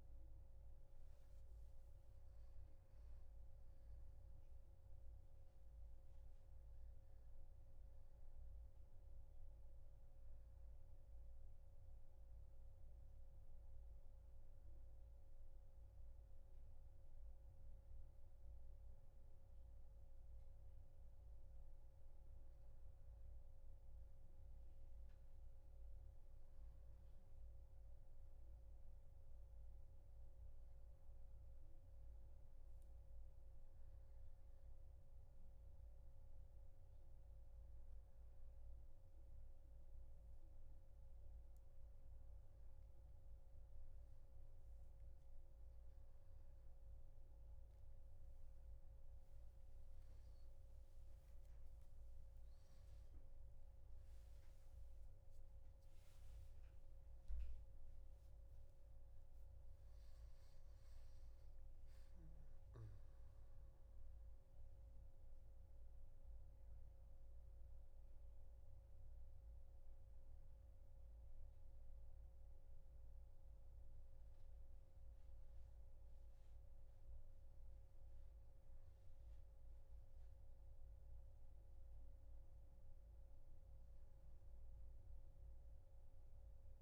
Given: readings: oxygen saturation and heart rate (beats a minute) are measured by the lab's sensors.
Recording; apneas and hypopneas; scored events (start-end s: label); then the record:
a person awake in a sleep study, hard to hear, by a room microphone; none
69.00-86.82 s: new sleep stage, N1 (lightest sleep)
From the record:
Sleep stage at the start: awake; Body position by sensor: on the back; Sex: male